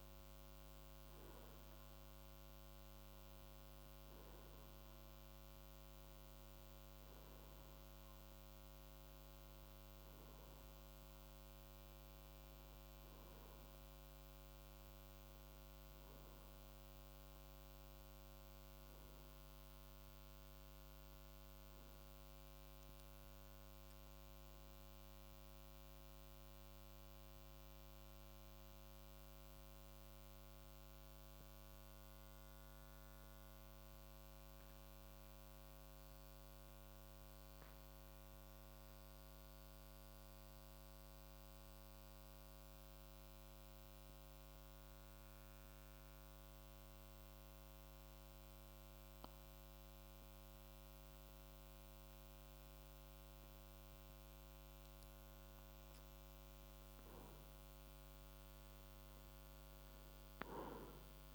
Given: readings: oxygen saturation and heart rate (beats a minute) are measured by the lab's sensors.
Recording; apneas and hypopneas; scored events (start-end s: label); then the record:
breathing in sleep, hard to hear, by a microphone on the trachea; 1
0.00-35.50 s: oxygen desaturation (device-marked, oxygen 90% lowest, heart rate 50 extreme)
24.50-28.50 s: arousal
31.50-50.00 s: central apnea (oxygen 93% before, 90% lowest, heart rate 57 before, 50 extreme, up 4 after)
52.00-55.50 s: arousal
59.50-61.34 s: oxygen desaturation (device-marked, oxygen 95% before, 90% lowest, heart rate 54 before, 52 extreme)
From the record:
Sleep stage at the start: N2 (light sleep); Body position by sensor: on the right side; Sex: male